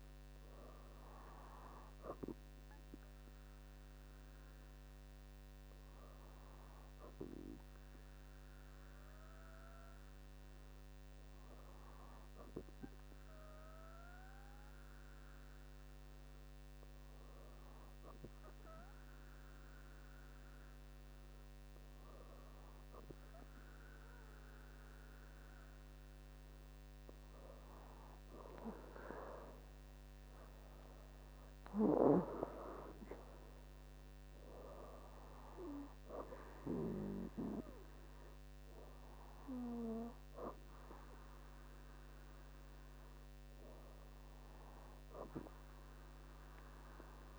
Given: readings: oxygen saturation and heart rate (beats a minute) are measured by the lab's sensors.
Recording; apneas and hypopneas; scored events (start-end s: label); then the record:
breathing in sleep by a microphone on the trachea; 1
6.50-26.00 s: hypopnea (oxygen 99% before, 96% lowest, heart rate 71 before, 65 extreme, up 9 after)
29.50-33.00 s: arousal
From the record:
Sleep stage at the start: N2 (light sleep); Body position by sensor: on the back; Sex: female